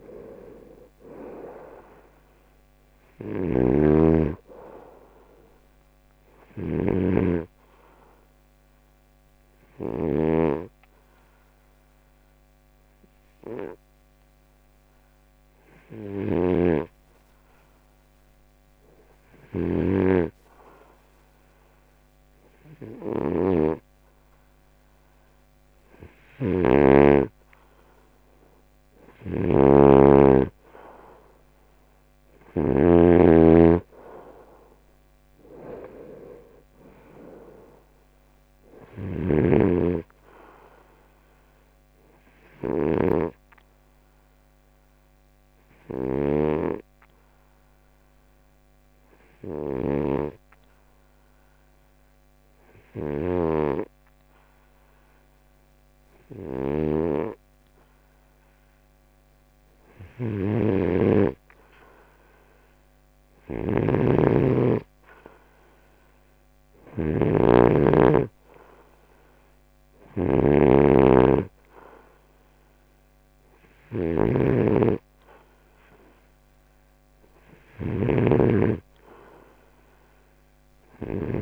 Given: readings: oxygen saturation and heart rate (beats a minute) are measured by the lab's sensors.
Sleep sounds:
breathing in sleep by a microphone on the trachea; 2
0.00-2.50 s: oxygen desaturation (device-marked, oxygen 91% lowest, heart rate 71 extreme)
8.00-20.00 s: obstructive apnea (oxygen 95% before, 88% lowest, heart rate 75 before, 70 extreme, up 2 after)
15.50-28.50 s: oxygen desaturation (device-marked, oxygen 92% before, 88% lowest, heart rate 78 before, 70 extreme)
28.00-32.50 s: arousal
42.50-60.00 s: obstructive apnea (oxygen 96% before, 90% lowest, heart rate 73 before, 70 extreme, up 1 after)
45.50-65.50 s: oxygen desaturation (device-marked, oxygen 96% before, 91% lowest, heart rate 73 before, 70 extreme)
64.00-68.50 s: arousal
From the record:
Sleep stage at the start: N2 (light sleep); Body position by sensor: on the right side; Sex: male

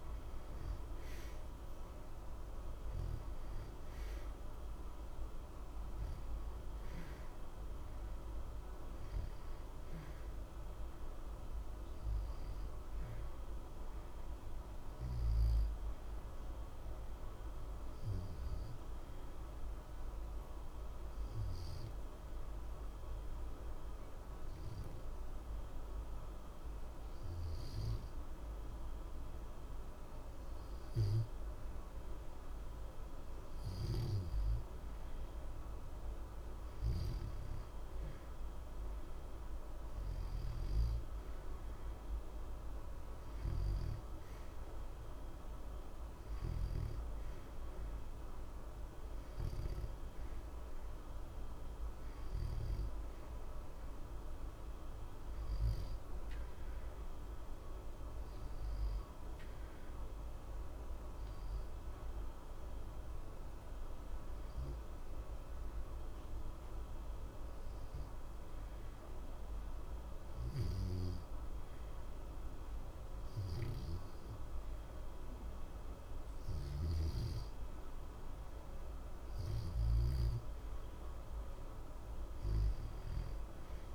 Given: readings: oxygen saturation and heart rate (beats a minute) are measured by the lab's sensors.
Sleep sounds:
breathing in sleep, hard to hear, by a room microphone; 2
4.00-28.00 s: oxygen desaturation (device-marked, oxygen 93% before, 87% lowest, heart rate 60 before, 60 extreme)
16.00-33.00 s: obstructive apnea (oxygen 94% before, 87% lowest, heart rate 60 before, 60 extreme, up 2 after)
34.50-38.00 s: arousal
52.00-68.00 s: oxygen desaturation (device-marked, oxygen 93% before, 88% lowest, heart rate 61 before, 60 extreme)
63.50-77.00 s: obstructive apnea (oxygen 93% before, 88% lowest, heart rate 60 before, 60 extreme, up 1 after)
79.00-83.00 s: arousal
From the record:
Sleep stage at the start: N2 (light sleep); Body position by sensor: on the back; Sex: male

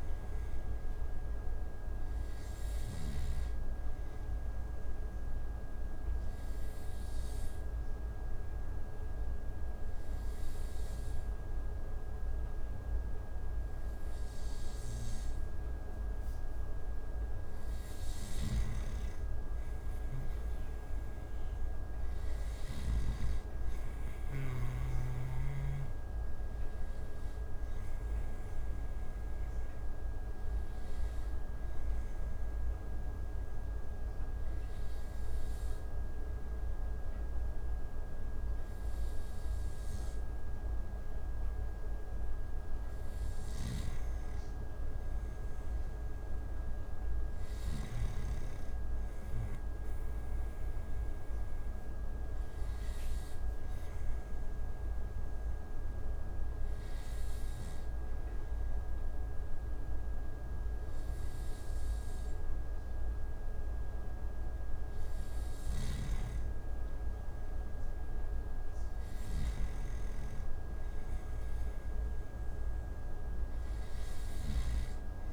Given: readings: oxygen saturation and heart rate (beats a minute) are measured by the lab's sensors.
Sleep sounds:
breathing in sleep, hard to hear, by a room microphone; 3
0.00-3.00 s: snoring (device-marked)
3.00-17.50 s: obstructive apnea (oxygen 95% before, 91% lowest)
18.00-23.00 s: snoring (device-marked)
19.50-23.50 s: arousal
30.50-43.00 s: obstructive apnea (oxygen 94% before, 91% lowest)
43.50-48.00 s: snoring (device-marked)
45.00-47.00 s: arousal
50.50-64.50 s: hypopnea (oxygen 95% before, 92% lowest)
66.00-70.00 s: arousal
74.00-75.32 s: snoring (device-marked)
From the record:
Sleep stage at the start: N2 (light sleep); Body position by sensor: on the back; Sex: male

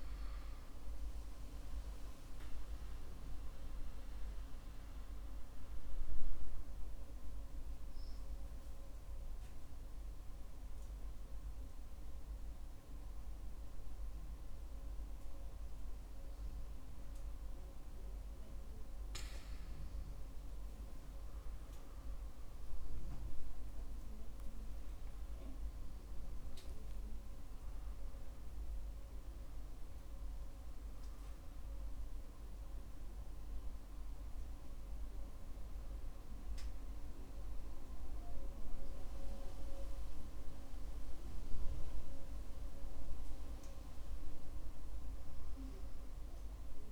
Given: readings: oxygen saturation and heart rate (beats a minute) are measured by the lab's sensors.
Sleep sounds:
breathing in sleep, hard to hear, by a room microphone; 1
3.50-19.00 s: mixed apnea (oxygen 96% before, 94% lowest, heart rate 58 before, 51 extreme, up 18 after)
22.50-27.50 s: arousal
From the record:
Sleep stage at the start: N2 (light sleep); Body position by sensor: on the back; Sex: male

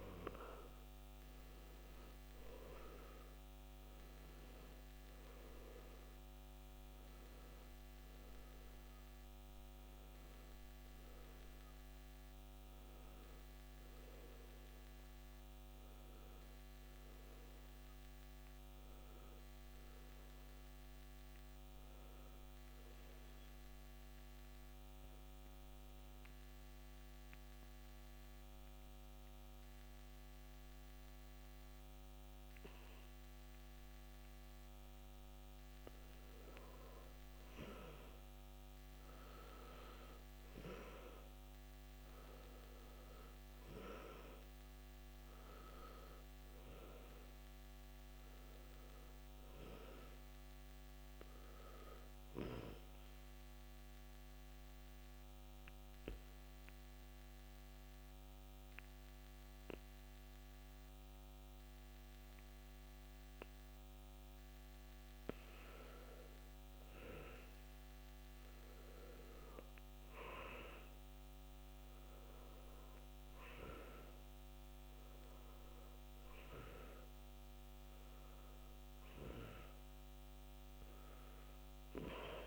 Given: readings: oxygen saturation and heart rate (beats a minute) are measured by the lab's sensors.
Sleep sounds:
breathing in sleep by a microphone on the trachea; 2
17.50-35.50 s: oxygen desaturation (device-marked, oxygen 97% before, 84% lowest, heart rate 69 before, 49 extreme)
23.50-37.50 s: mixed apnea (oxygen 97% before, 84% lowest, heart rate 65 before, 49 extreme, up 4 after)
39.00-42.50 s: arousal
54.00-70.00 s: obstructive apnea (oxygen 100% before, 93% lowest, heart rate 59 before, 49 extreme, up 10 after)
64.50-75.50 s: oxygen desaturation (device-marked, oxygen 97% before, 93% lowest, heart rate 55 before, 49 extreme)
72.00-75.50 s: arousal
From the record:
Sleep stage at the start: N2 (light sleep); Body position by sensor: on the back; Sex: male

